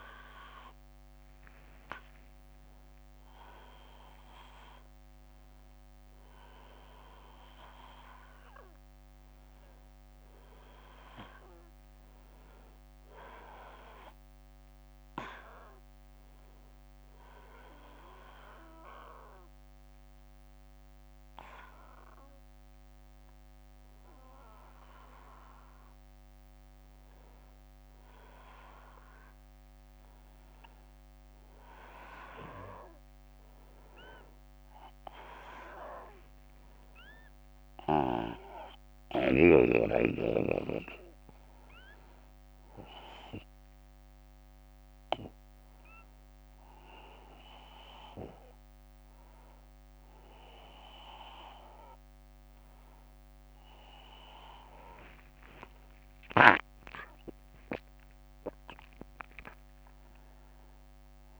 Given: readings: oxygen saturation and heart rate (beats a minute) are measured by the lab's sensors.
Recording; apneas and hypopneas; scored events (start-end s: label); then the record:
a person partly awake in a sleep study, by a microphone on the trachea; 1
16.50-27.00 s: obstructive apnea (oxygen 97% before, 93% lowest, heart rate 74 before, 61 extreme, up 1 after)
28.00-58.00 s: new sleep stage, awake
35.00-51.00 s: oxygen desaturation (device-marked, oxygen 96% before, 93% lowest, heart rate 64 before, 65 extreme)
58.00-61.40 s: new sleep stage, N1 (lightest sleep)
From the record:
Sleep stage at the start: N1 (lightest sleep); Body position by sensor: on the back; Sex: male